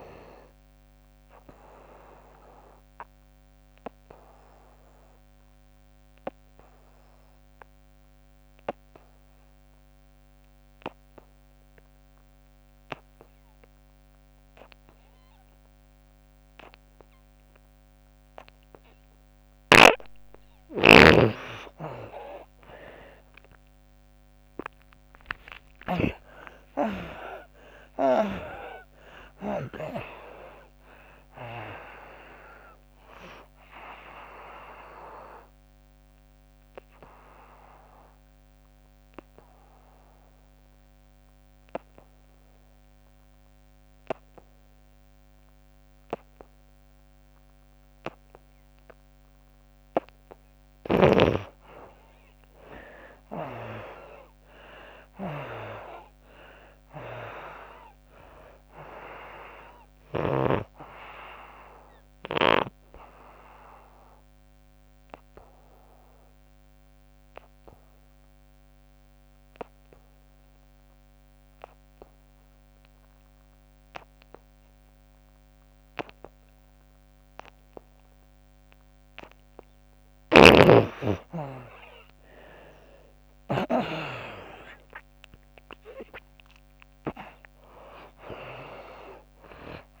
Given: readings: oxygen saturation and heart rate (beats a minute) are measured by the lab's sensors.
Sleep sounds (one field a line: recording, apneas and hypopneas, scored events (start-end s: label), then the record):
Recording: breathing in sleep by a microphone on the trachea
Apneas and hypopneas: 3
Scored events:
0.00-21.00 s: oxygen desaturation (device-marked, oxygen 74% lowest, heart rate 67 extreme)
1.00-18.00 s: obstructive apnea (oxygen 97% before, 74% lowest, heart rate 78 before, 67 extreme, up 10 after)
24.00-28.00 s: arousal
30.00-47.00 s: oxygen desaturation (device-marked, oxygen 95% before, 75% lowest, heart rate 73 before, 66 extreme)
35.00-50.00 s: obstructive apnea (oxygen 95% before, 75% lowest, heart rate 82 before, 66 extreme, up 13 after)
53.00-57.50 s: arousal
53.00-71.00 s: oxygen desaturation (device-marked, oxygen 98% before, 81% lowest, heart rate 77 before, 70 extreme)
63.00-79.00 s: obstructive apnea (oxygen 98% before, 77% lowest, heart rate 75 before, 68 extreme, up 19 after)
80.00-83.50 s: snoring (device-marked)
83.00-86.50 s: arousal
85.00-90.00 s: oxygen desaturation (device-marked, oxygen 96% before, 77% lowest, heart rate 74 before, 66 extreme)
From the record:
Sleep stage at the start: N2 (light sleep)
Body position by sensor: on the back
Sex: female